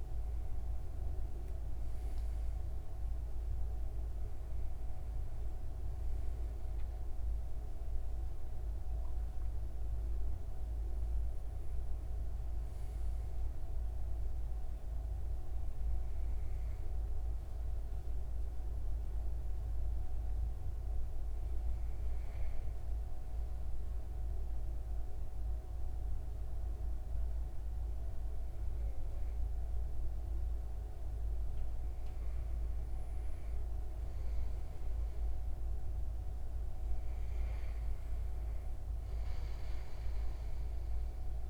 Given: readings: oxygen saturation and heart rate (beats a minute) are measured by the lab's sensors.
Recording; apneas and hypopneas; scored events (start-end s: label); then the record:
breathing in sleep, hard to hear, by a room microphone; 1
0.00-5.50 s: oxygen desaturation (device-marked, oxygen 93% lowest)
17.50-31.00 s: hypopnea (oxygen 97% before, 93% lowest, heart rate 51 before, 47 extreme, up 26 after)
32.50-36.00 s: arousal
34.50-41.50 s: oxygen desaturation (device-marked, oxygen 97% before, 93% lowest, heart rate 49 before, 26 extreme)
From the record:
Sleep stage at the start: N2 (light sleep); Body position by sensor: on the back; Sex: male